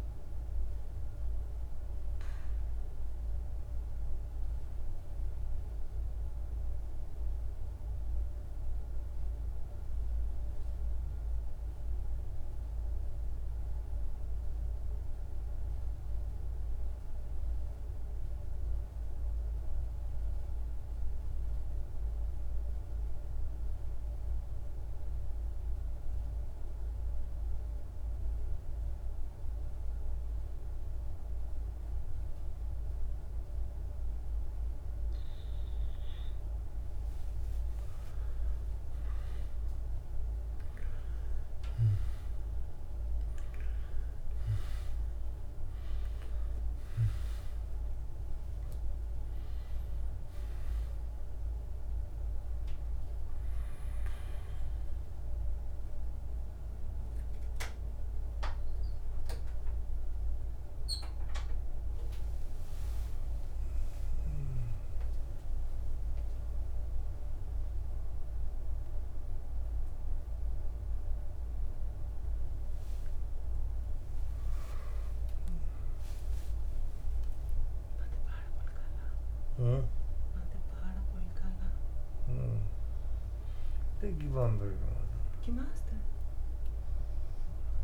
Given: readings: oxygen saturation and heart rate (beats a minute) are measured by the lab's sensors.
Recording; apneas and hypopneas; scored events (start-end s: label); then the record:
a person partly awake in a sleep study, hard to hear, by a room microphone; 1
0.00-14.00 s: oxygen desaturation (device-marked, oxygen 89% lowest, heart rate 49 extreme)
3.00-35.50 s: central apnea (oxygen 98% before, 89% lowest, heart rate 55 before, 49 extreme, up 7 after)
31.00-64.00 s: oxygen desaturation (device-marked, oxygen 99% before, 89% lowest, heart rate 50 before, 29 extreme)
45.00-87.84 s: new sleep stage, awake
78.00-83.00 s: snoring (device-marked)
From the record:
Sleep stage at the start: N2 (light sleep); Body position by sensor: on the back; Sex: male